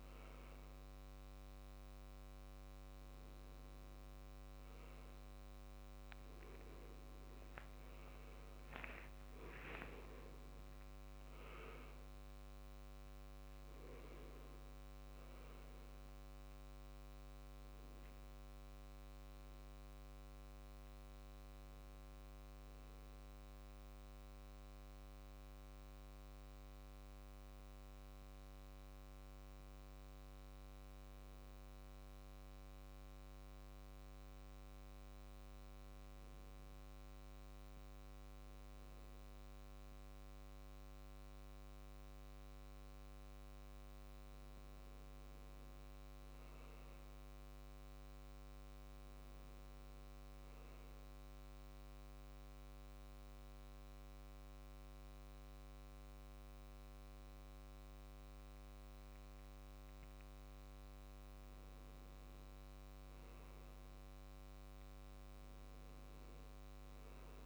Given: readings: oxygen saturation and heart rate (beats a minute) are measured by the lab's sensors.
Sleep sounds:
a person partly awake in a sleep study, hard to hear, by a microphone on the trachea; 2
7.50-67.46 s: new sleep stage, N1 (lightest sleep)
23.00-42.00 s: mixed apnea (oxygen 99% before, 93% lowest, heart rate 86 before, 72 extreme, up 3 after)
35.50-51.50 s: oxygen desaturation (device-marked, oxygen 97% before, 93% lowest, heart rate 79 before, 72 extreme)
44.00-47.50 s: arousal
51.50-62.00 s: obstructive apnea (oxygen 98% before, 92% lowest, heart rate 74 before, 72 extreme, up 3 after)
64.00-66.50 s: arousal
From the record:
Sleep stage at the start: awake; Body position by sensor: on the back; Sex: male

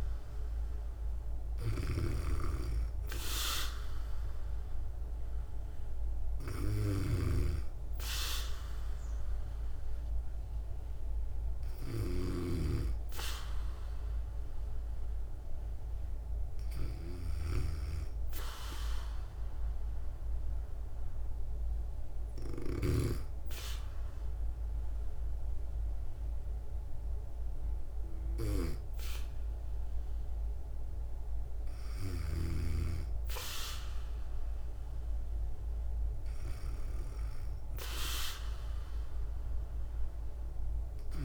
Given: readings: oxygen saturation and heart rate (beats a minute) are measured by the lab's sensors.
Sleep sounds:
breathing in sleep by a room microphone; 1
0.00-12.00 s: snoring (device-marked)
0.00-18.00 s: oxygen desaturation (device-marked, oxygen 93% lowest, heart rate 58 extreme)
17.50-30.00 s: hypopnea (oxygen 97% before, 94% lowest, heart rate 60 before, 58 extreme, up 1 after)
32.00-35.50 s: arousal
From the record:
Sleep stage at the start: N2 (light sleep); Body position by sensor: on the back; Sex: female

